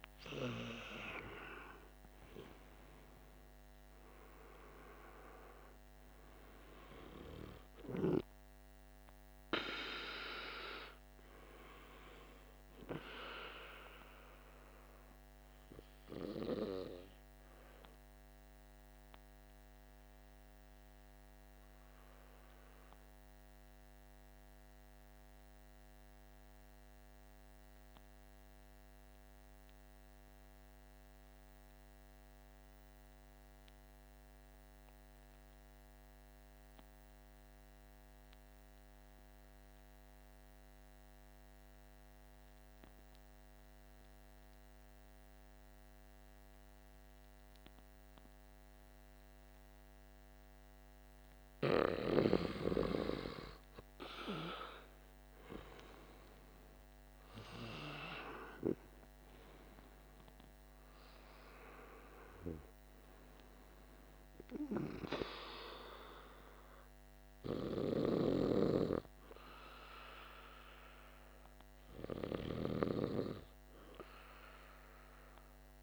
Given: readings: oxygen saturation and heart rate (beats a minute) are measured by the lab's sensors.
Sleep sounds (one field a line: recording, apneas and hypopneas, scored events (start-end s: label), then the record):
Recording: breathing in sleep by a microphone on the trachea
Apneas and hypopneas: 1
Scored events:
0.00-27.00 s: oxygen desaturation (device-marked, oxygen 92% lowest, heart rate 47 extreme)
25.00-50.00 s: obstructive apnea (oxygen 97% before, 87% lowest, heart rate 51 before, 47 extreme, up 10 after)
41.00-75.82 s: oxygen desaturation (device-marked, oxygen 99% before, 87% lowest, heart rate 48 before, 47 extreme)
53.00-56.50 s: arousal
From the record:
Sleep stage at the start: N2 (light sleep)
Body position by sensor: on the back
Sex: male